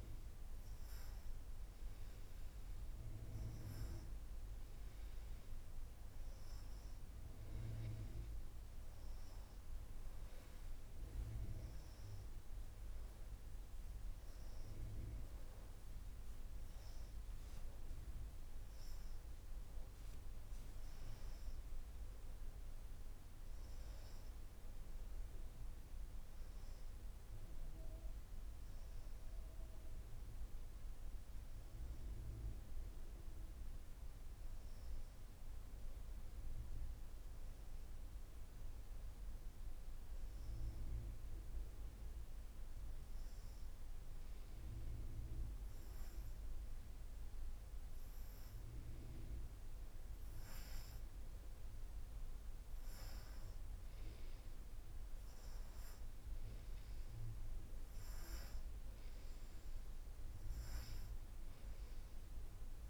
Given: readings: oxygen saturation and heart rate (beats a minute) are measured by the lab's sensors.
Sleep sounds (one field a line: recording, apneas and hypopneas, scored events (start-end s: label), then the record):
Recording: breathing in sleep, hard to hear, by a room microphone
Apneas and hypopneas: 1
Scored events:
41.00-52.00 s: hypopnea (oxygen 96% before, 91% lowest, heart rate 90 before, 83 extreme, up 0 after)
46.00-62.90 s: oxygen desaturation (device-marked, oxygen 96% before, 91% lowest, heart rate 88 before, 83 extreme)
54.00-58.00 s: arousal
From the record:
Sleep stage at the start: N2 (light sleep)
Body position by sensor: upright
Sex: female